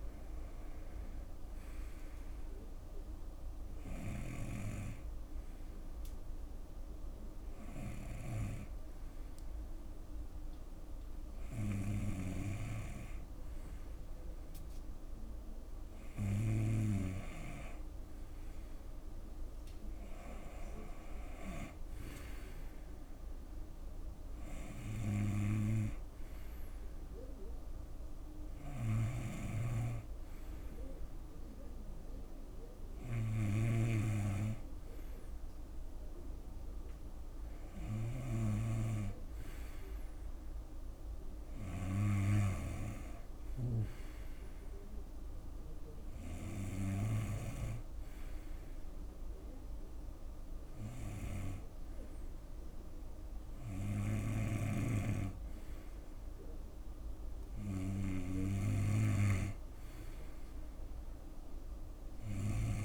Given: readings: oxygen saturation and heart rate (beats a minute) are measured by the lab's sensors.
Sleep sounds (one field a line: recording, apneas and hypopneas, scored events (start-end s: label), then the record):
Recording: breathing in sleep by a room microphone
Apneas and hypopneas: none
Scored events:
28.00-33.50 s: snoring (device-marked)
55.00-57.00 s: long interval between heartbeats (device-marked, heart rate 74 before, 84 extreme)
From the record:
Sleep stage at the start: N2 (light sleep)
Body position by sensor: on the right side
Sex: male